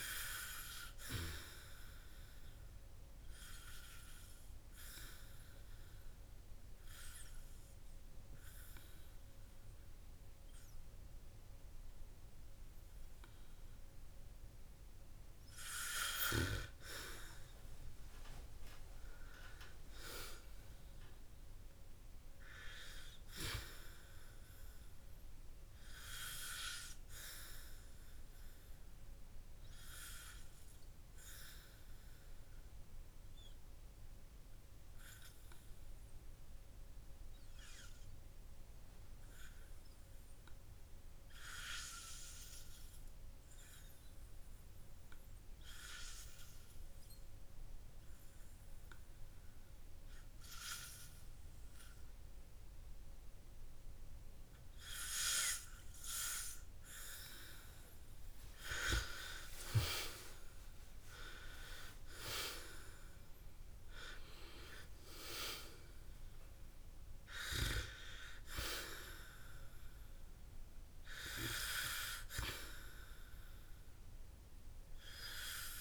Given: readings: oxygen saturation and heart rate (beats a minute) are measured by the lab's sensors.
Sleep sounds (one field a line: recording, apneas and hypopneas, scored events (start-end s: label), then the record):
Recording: breathing in sleep by a room microphone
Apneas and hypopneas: 2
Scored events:
2.00-16.50 s: hypopnea (oxygen 99% before, 95% lowest, heart rate 69 before, 51 extreme, up 29 after)
19.00-22.50 s: arousal
31.00-57.00 s: hypopnea (oxygen 97% before, 93% lowest, heart rate 64 before, 49 extreme, up 10 after)
59.50-64.00 s: arousal
From the record:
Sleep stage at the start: N2 (light sleep)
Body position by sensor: on the back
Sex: male